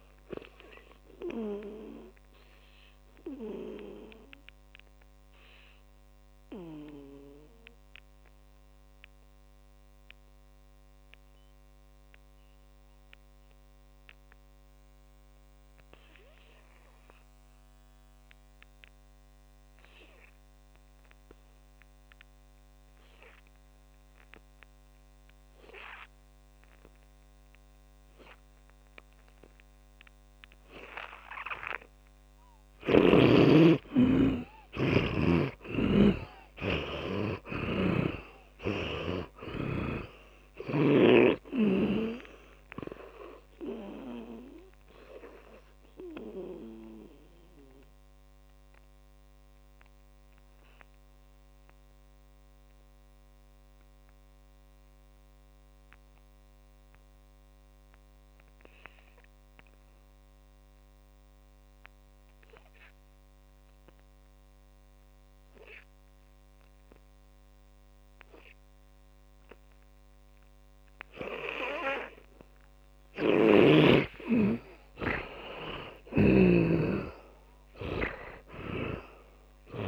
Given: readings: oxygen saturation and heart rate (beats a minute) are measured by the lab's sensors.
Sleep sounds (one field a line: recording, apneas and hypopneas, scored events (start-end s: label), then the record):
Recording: breathing in sleep by a microphone on the trachea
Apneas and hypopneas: 2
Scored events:
2.50-24.50 s: oxygen desaturation (device-marked, oxygen 95% before, 82% lowest, heart rate 60 before, 52 extreme)
4.00-33.50 s: mixed apnea (oxygen 100% before, 81% lowest, heart rate 61 before, 52 extreme, up 18 after)
35.00-39.50 s: arousal
35.50-63.50 s: oxygen desaturation (device-marked, oxygen 100% before, 81% lowest, heart rate 58 before, 49 extreme)
46.00-73.50 s: mixed apnea (oxygen 100% before, 81% lowest, heart rate 61 before, 49 extreme, up 18 after)
73.50-77.00 s: snoring (device-marked)
75.00-79.88 s: arousal
From the record:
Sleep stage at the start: N2 (light sleep)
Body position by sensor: on the back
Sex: male